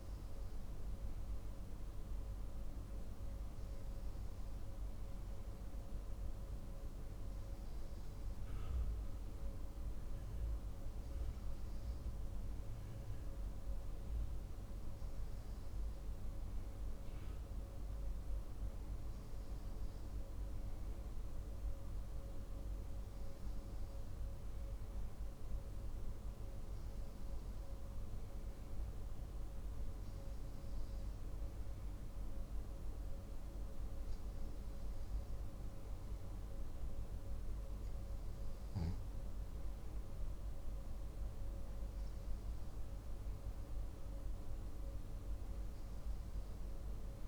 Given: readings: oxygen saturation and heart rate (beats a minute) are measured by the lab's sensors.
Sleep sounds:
breathing in sleep, hard to hear, by a room microphone; none
none scored
From the record:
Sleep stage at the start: N2 (light sleep); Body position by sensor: on the back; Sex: male

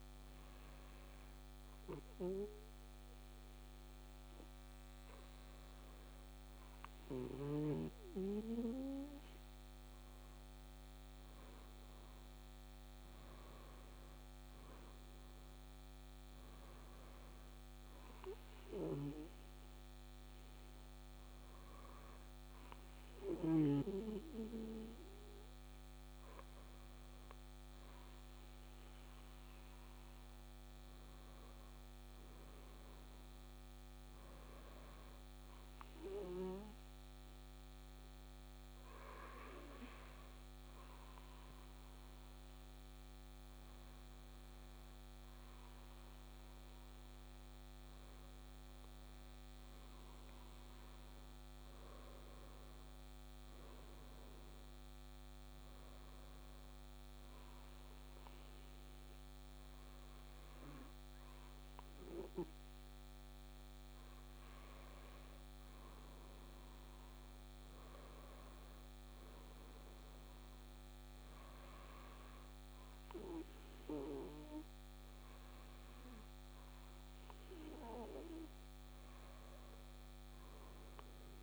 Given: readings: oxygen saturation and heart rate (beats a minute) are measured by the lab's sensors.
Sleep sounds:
breathing in sleep by a microphone on the trachea; 3
0.50-11.00 s: hypopnea (oxygen 97% before, 95% lowest, heart rate 64 before, 59 extreme, up 5 after)
13.00-17.50 s: arousal
19.00-29.50 s: hypopnea (oxygen 97% before, 95% lowest, heart rate 63 before, 60 extreme, up 5 after)
31.50-35.50 s: arousal
56.50-67.00 s: hypopnea (oxygen 97% before, 94% lowest, heart rate 62 before, 60 extreme, up 6 after)
78.00-81.43 s: new sleep stage, awake
From the record:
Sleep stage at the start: N2 (light sleep); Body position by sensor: on the right side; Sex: male

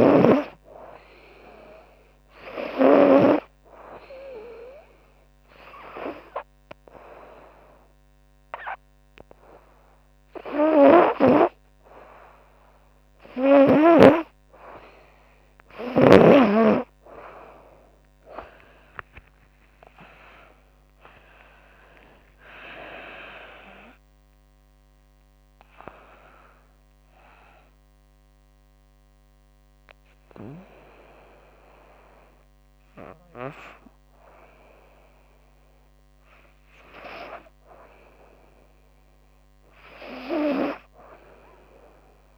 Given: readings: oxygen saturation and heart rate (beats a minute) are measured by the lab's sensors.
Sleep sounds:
breathing in sleep by a microphone on the trachea; none
17.00-21.50 s: arousal
From the record:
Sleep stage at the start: N2 (light sleep); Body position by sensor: on the right side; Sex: female

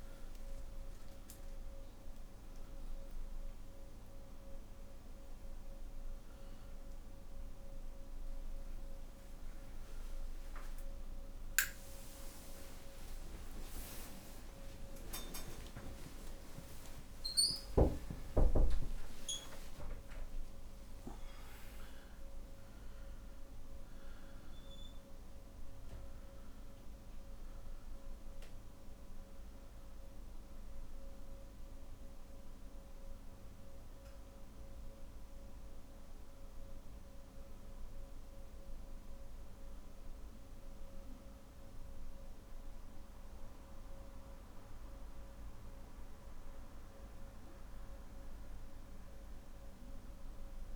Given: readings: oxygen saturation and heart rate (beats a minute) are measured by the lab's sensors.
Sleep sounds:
breathing in sleep by a room microphone; none
none scored
From the record:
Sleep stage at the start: N1 (lightest sleep); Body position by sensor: on the back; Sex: male

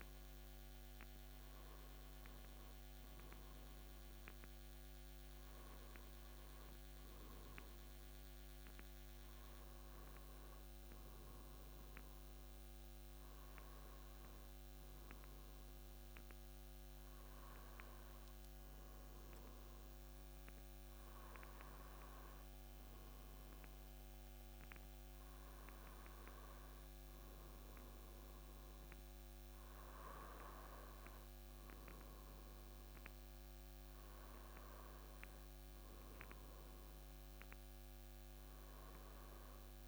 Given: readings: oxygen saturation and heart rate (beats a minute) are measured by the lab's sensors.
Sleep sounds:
breathing in sleep, hard to hear, by a microphone on the trachea; none
none scored
From the record:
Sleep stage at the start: N1 (lightest sleep); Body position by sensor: on the back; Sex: male

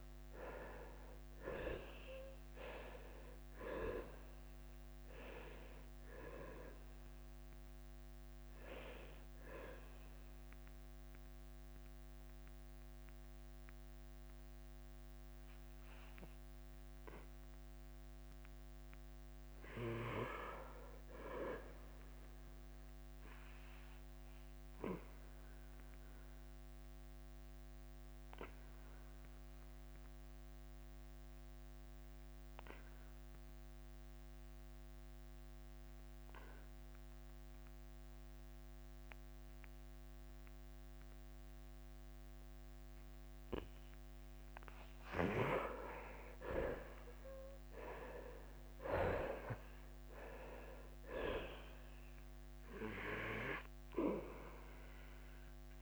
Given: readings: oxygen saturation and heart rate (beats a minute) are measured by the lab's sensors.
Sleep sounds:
breathing in sleep by a microphone on the trachea; 1
0.00-5.50 s: arousal
0.00-11.50 s: drop in pulse transit time (device-marked, heart rate 84 extreme)
0.00-33.50 s: oxygen desaturation (device-marked, oxygen 61% lowest, heart rate 86 extreme)
27.50-46.00 s: obstructive apnea (oxygen 94% before, 65% lowest, heart rate 99 before, 86 extreme, up 9 after)
38.50-44.50 s: oxygen desaturation (device-marked, oxygen 97% before, 89% lowest, heart rate 93 before, 87 extreme)
46.50-55.82 s: drop in pulse transit time (device-marked, heart rate 88 before, 88 extreme)
48.00-52.00 s: arousal
From the record:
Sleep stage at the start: REM sleep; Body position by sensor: on the back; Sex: male

